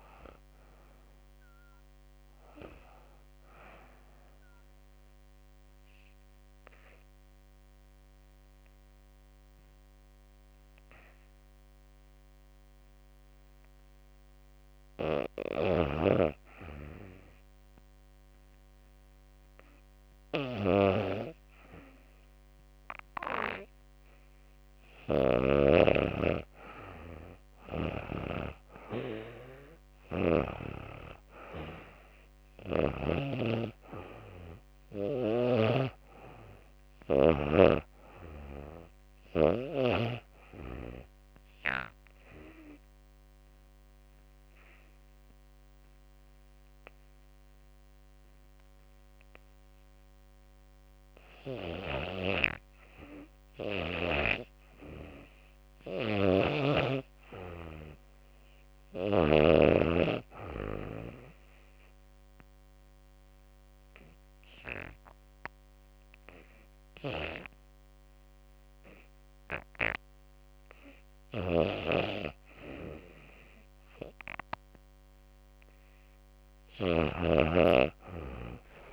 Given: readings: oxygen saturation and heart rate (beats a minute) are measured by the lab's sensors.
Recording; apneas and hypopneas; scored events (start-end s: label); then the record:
breathing in sleep by a microphone on the trachea; 3
2.50-13.50 s: obstructive apnea (oxygen 94% before, 88% lowest, heart rate 82 before, 75 extreme, up 1 after)
4.00-64.00 s: new sleep stage, REM sleep
16.50-20.00 s: arousal
20.00-42.00 s: oxygen desaturation (device-marked, oxygen 96% before, 89% lowest, heart rate 77 before, 74 extreme)
39.50-50.00 s: obstructive apnea (oxygen 96% before, 83% lowest, heart rate 78 before, 74 extreme)
53.50-56.50 s: arousal
55.00-58.50 s: snoring (device-marked)
58.00-68.00 s: oxygen desaturation (device-marked, oxygen 94% before, 88% lowest, heart rate 77 before, 75 extreme)
61.00-74.00 s: obstructive apnea (oxygen 95% before, 83% lowest, heart rate 76 before, 75 extreme, up 34 after)
64.00-78.93 s: new sleep stage, N2 (light sleep)
77.00-78.93 s: arousal
From the record:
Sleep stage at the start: N2 (light sleep); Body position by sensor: on the back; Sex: female